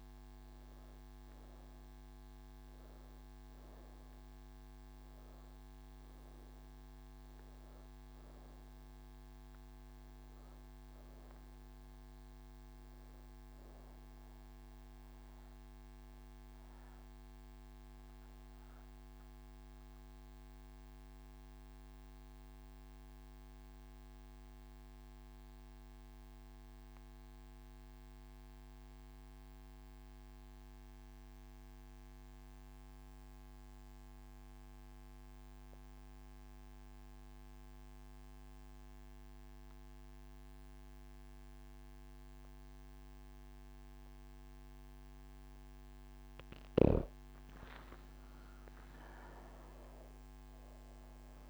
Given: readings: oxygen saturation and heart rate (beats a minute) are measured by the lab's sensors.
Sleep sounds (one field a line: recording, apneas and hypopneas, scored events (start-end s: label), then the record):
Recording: breathing in sleep, hard to hear, by a microphone on the trachea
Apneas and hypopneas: none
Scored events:
47.50-51.50 s: oxygen desaturation (device-marked, oxygen 99% before, 93% lowest)
From the record:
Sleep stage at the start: N1 (lightest sleep)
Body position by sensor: on the right side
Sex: female